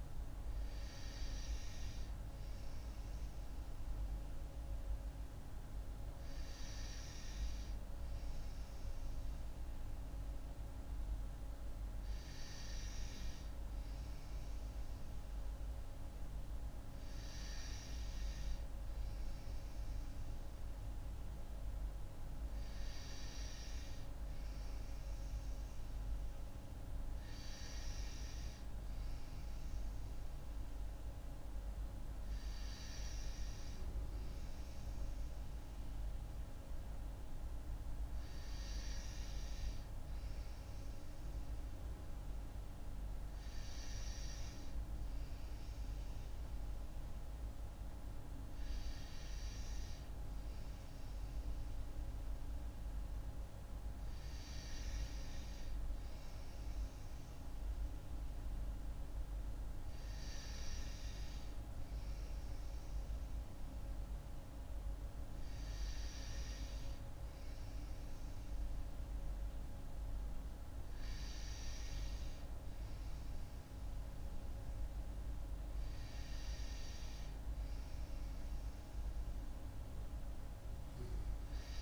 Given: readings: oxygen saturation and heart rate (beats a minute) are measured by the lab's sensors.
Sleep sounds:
breathing in sleep, hard to hear, by a room microphone; none
none scored
From the record:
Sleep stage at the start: N2 (light sleep); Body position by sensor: on the right side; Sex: female

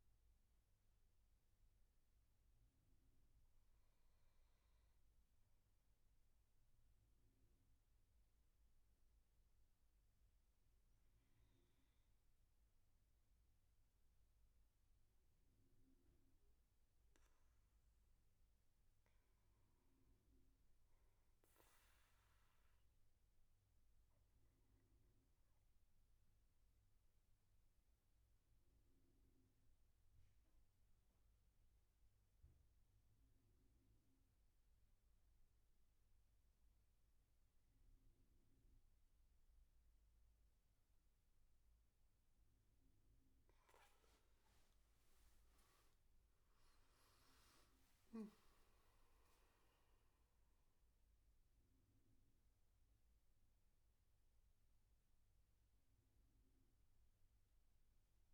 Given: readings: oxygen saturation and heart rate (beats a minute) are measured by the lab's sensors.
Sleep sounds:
breathing in sleep, hard to hear, by a room microphone; 1
0.00-9.00 s: oxygen desaturation (device-marked, oxygen 94% lowest, heart rate 61 extreme)
22.00-40.50 s: obstructive apnea (oxygen 98% before, 91% lowest, heart rate 64 before, 62 extreme, up 15 after)
31.00-58.34 s: oxygen desaturation (device-marked, oxygen 98% before, 91% lowest, heart rate 67 before, 62 extreme)
42.00-58.34 s: new sleep stage, N1 (lightest sleep)
43.00-46.50 s: arousal
From the record:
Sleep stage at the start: N2 (light sleep); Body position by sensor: on the back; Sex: male

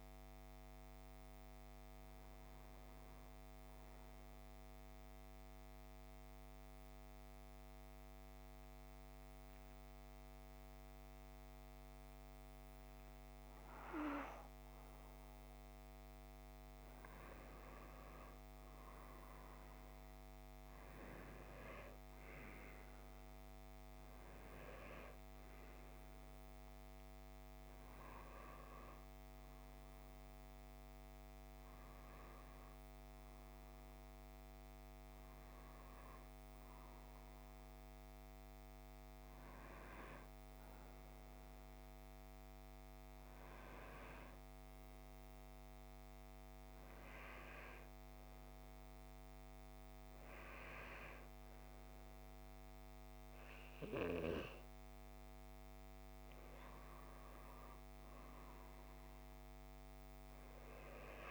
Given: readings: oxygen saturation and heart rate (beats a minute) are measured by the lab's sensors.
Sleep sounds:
breathing in sleep by a microphone on the trachea; 2
0.00-5.50 s: oxygen desaturation (device-marked, oxygen 91% lowest)
4.50-15.00 s: mixed apnea (oxygen 95% before, 91% lowest)
17.00-21.50 s: arousal
19.50-61.31 s: new sleep stage, N2 (light sleep)
27.50-40.50 s: oxygen desaturation (device-marked, oxygen 98% before, 91% lowest)
46.50-57.00 s: hypopnea (oxygen 98% before, 91% lowest, heart rate 37 before, 34 extreme, up 6 after)
58.50-61.31 s: arousal
From the record:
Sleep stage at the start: N1 (lightest sleep); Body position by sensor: on the back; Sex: male

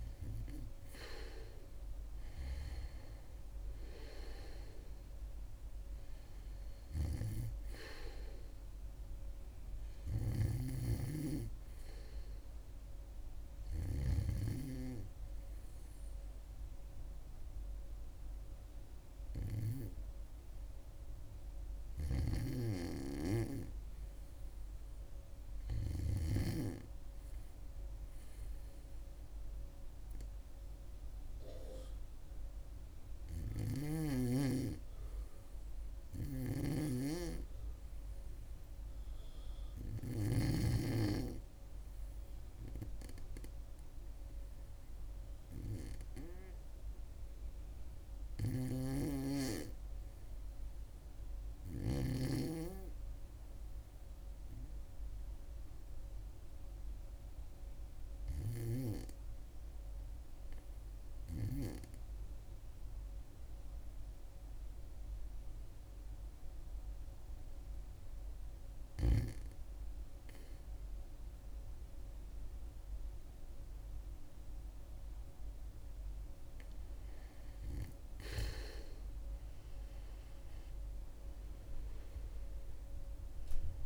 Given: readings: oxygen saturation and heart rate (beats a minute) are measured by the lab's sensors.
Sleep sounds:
breathing in sleep by a room microphone; 1
0.00-1.00 s: arousal
23.00-26.50 s: arousal
29.50-76.00 s: hypopnea (oxygen 99% before, 84% lowest, heart rate 70 before, 64 extreme, up 9 after)
32.00-83.86 s: oxygen desaturation (device-marked, oxygen 98% before, 84% lowest, heart rate 69 before, 64 extreme)
36.00-40.50 s: snoring (device-marked)
70.00-83.86 s: new sleep stage, N2 (light sleep)
77.50-82.00 s: arousal
From the record:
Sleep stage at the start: REM sleep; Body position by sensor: on the back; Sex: female

